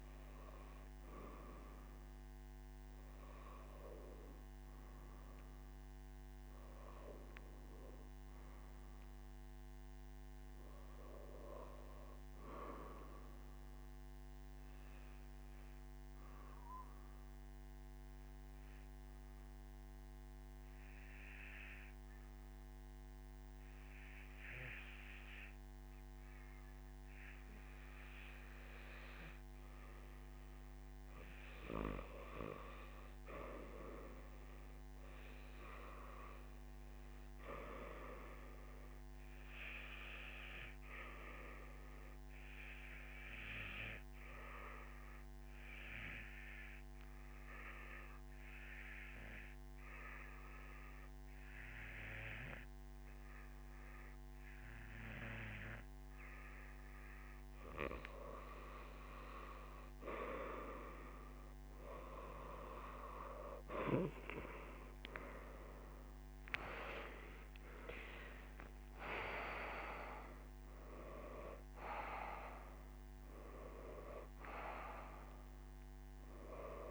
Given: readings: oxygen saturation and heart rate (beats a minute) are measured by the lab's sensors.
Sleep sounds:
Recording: breathing in sleep by a microphone on the trachea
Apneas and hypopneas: 2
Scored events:
15.00-30.50 s: obstructive apnea (oxygen 96% before, 90% lowest, heart rate 65 before, 56 extreme, up 2 after)
40.00-58.00 s: oxygen desaturation (device-marked, oxygen 96% before, 92% lowest, heart rate 58 before, 56 extreme)
42.50-58.00 s: obstructive apnea (oxygen 97% before, 90% lowest, heart rate 58 before, 56 extreme, up 6 after)
66.00-76.91 s: oxygen desaturation (device-marked, oxygen 94% before, 90% lowest, heart rate 57 before, 66 extreme)
From the record:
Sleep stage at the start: N2 (light sleep)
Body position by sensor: on the right side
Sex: male

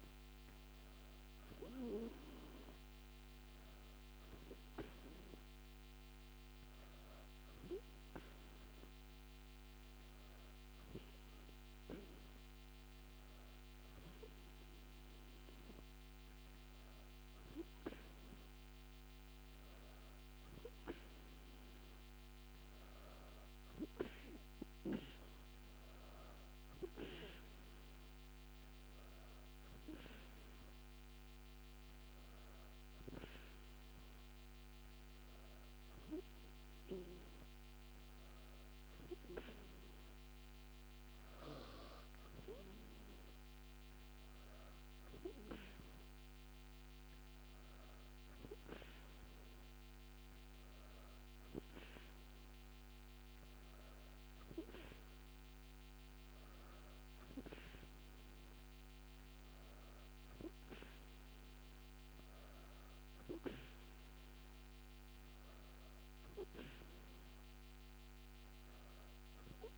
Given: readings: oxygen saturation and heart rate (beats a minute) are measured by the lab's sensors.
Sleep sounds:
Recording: breathing in sleep by a microphone on the trachea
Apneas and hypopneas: none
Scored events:
none scored
From the record:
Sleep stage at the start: N2 (light sleep)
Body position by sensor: on the back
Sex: female

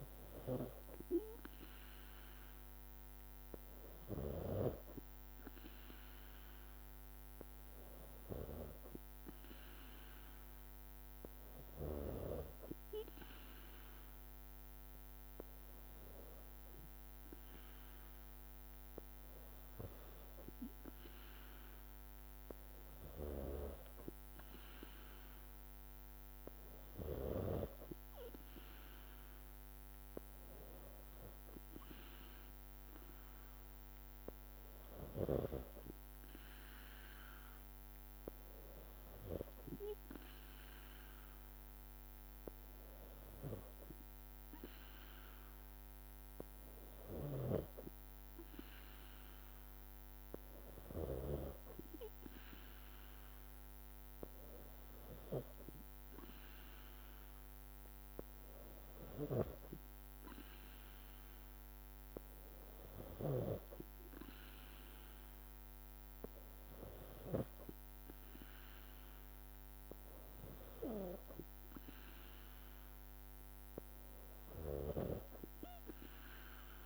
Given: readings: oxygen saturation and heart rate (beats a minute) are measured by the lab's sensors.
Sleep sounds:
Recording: breathing in sleep by a microphone on the trachea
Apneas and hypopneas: none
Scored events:
59.00-63.50 s: snoring (device-marked)
From the record:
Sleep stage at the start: N3 (deep sleep)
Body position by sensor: on the back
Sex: female

